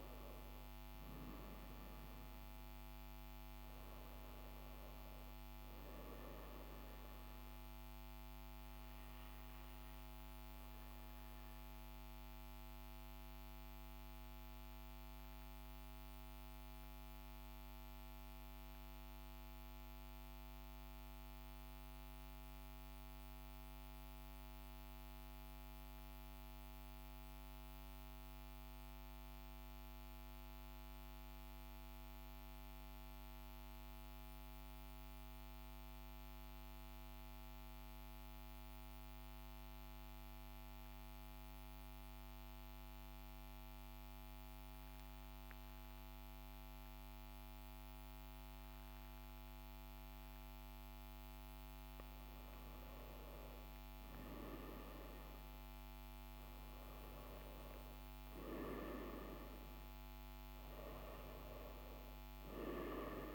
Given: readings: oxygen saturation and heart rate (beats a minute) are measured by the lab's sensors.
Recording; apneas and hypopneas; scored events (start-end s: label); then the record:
breathing in sleep, hard to hear, by a microphone on the trachea; 1
11.50-20.50 s: oxygen desaturation (device-marked, oxygen 98% before, 95% lowest, heart rate 43 before, 39 extreme)
15.50-51.00 s: obstructive apnea (oxygen 98% before, 94% lowest, heart rate 42 before, 39 extreme, up 2 after)
53.50-57.00 s: arousal
From the record:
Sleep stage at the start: N2 (light sleep); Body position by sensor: on the back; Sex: male